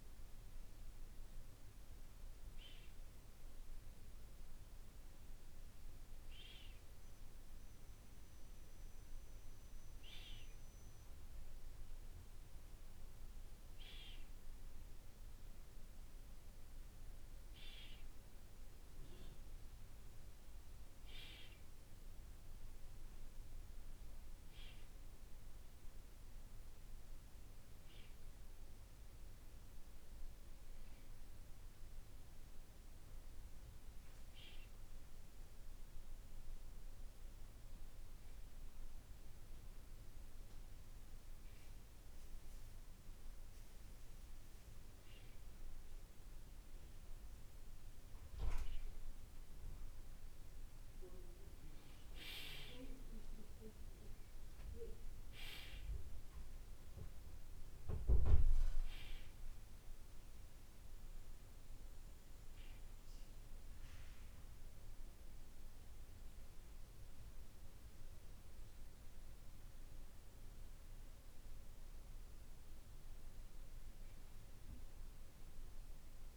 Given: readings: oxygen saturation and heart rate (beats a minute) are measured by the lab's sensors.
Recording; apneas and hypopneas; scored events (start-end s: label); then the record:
breathing in sleep by a room microphone; none
none scored
From the record:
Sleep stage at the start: N2 (light sleep); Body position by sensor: on the back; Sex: male